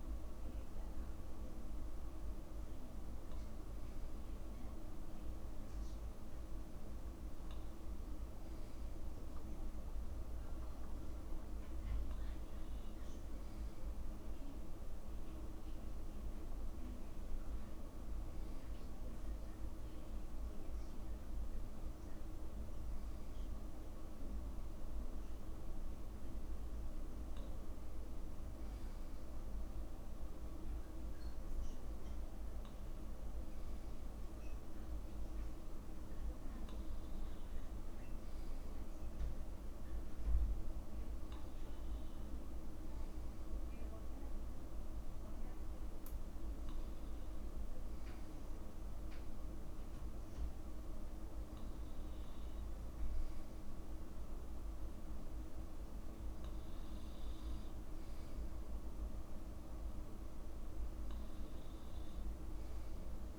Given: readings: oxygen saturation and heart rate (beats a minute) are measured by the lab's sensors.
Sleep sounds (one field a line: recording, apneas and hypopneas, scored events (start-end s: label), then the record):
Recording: breathing in sleep, hard to hear, by a room microphone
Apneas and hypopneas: none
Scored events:
none scored
From the record:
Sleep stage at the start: N2 (light sleep)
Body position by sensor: on the back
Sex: male